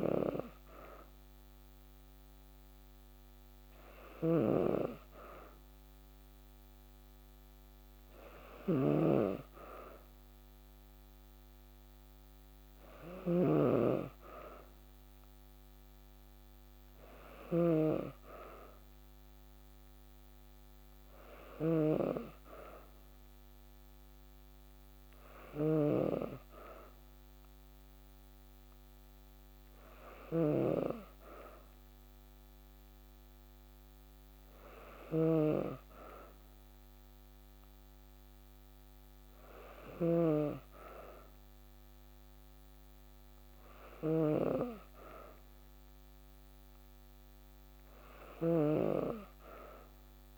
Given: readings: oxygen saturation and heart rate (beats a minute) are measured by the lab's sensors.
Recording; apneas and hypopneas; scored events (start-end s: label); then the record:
breathing in sleep by a microphone on the trachea; none
0.00-50.37 s: snoring (device-marked)
From the record:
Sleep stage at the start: N2 (light sleep); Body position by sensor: on the back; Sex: female